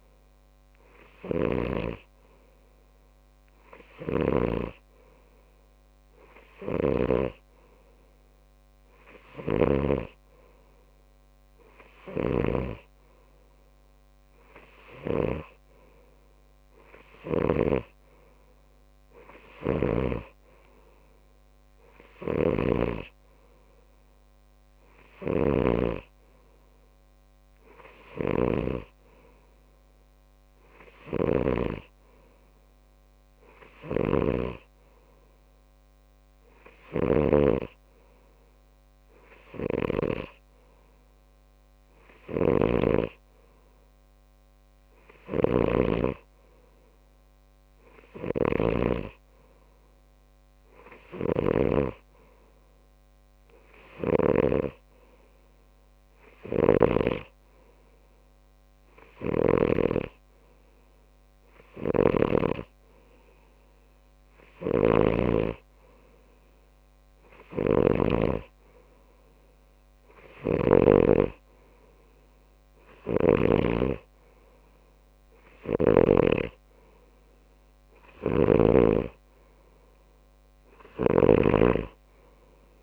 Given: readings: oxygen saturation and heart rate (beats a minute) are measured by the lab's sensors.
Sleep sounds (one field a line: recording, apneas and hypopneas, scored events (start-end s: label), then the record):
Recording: breathing in sleep by a microphone on the trachea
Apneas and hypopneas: none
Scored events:
0.00-11.50 s: oxygen desaturation (device-marked, oxygen 94% lowest)
1.50-5.00 s: snoring (device-marked)
7.00-18.00 s: snoring (device-marked)
22.50-32.00 s: snoring (device-marked)
34.00-55.00 s: snoring (device-marked)
62.00-68.50 s: snoring (device-marked)
70.50-74.00 s: snoring (device-marked)
81.00-82.83 s: snoring (device-marked)
From the record:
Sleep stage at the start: N2 (light sleep)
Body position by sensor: on the left side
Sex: male